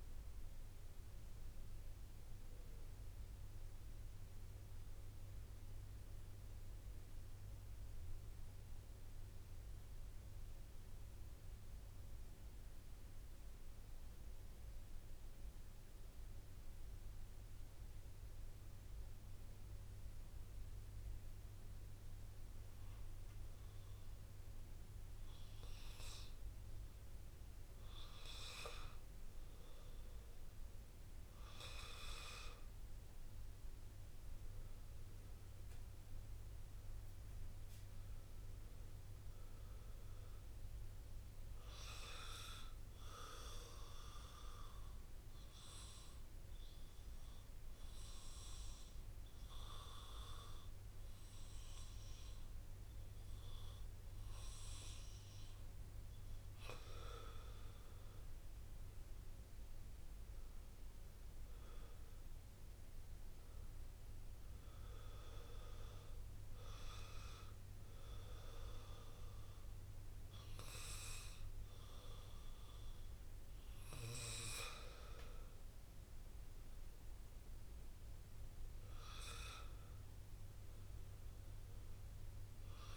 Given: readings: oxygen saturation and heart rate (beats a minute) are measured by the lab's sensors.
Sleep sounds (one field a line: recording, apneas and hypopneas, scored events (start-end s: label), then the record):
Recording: breathing in sleep by a room microphone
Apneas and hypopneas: 2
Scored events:
0.00-19.00 s: oxygen desaturation (device-marked, oxygen 92% lowest)
9.00-28.50 s: obstructive apnea (oxygen 98% before, 92% lowest)
33.00-38.50 s: arousal
45.00-57.00 s: obstructive apnea (oxygen 100% before, 94% lowest)
59.00-63.00 s: arousal
63.00-82.97 s: oxygen desaturation (device-marked, oxygen 98% before, 94% lowest)
79.50-82.50 s: arousal
From the record:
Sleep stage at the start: N2 (light sleep)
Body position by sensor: on the back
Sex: male